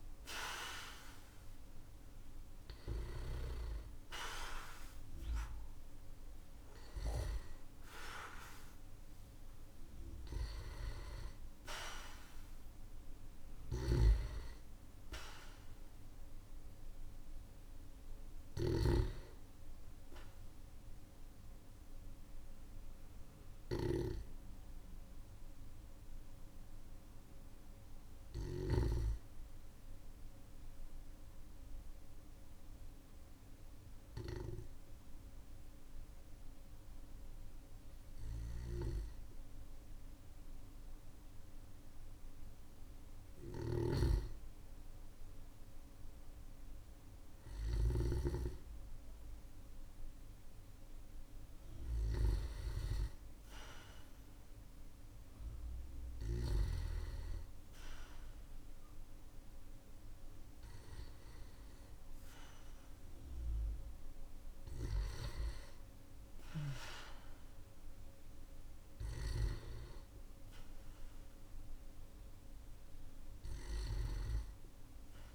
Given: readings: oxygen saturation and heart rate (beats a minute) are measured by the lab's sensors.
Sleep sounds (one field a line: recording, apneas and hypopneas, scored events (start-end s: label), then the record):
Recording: breathing in sleep by a room microphone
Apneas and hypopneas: 1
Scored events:
0.00-32.00 s: oxygen desaturation (device-marked, oxygen 98% before, 92% lowest, heart rate 50 before, 45 extreme)
13.00-18.50 s: snoring (device-marked)
30.00-42.50 s: central apnea (oxygen 96% before, 96% lowest, heart rate 52 before, 45 extreme, up 10 after)
44.50-48.50 s: arousal
66.50-71.50 s: arousal
From the record:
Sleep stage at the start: N1 (lightest sleep)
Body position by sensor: on the back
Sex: male